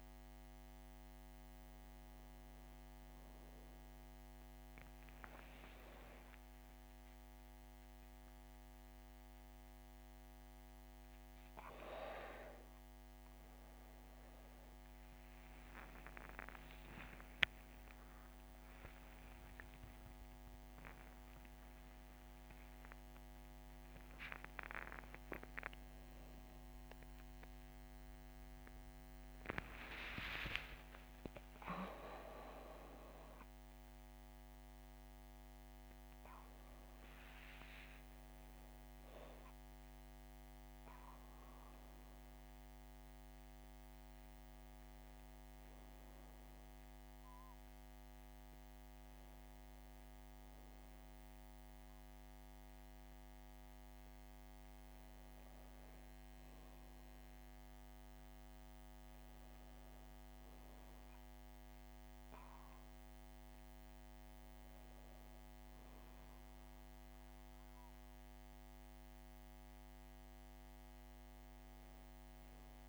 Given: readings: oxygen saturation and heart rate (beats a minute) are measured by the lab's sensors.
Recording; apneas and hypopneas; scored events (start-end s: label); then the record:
a person awake in a sleep study, by a microphone on the trachea; none
50.50-72.89 s: new sleep stage, N1 (lightest sleep)
From the record:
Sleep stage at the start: awake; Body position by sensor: on the back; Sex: female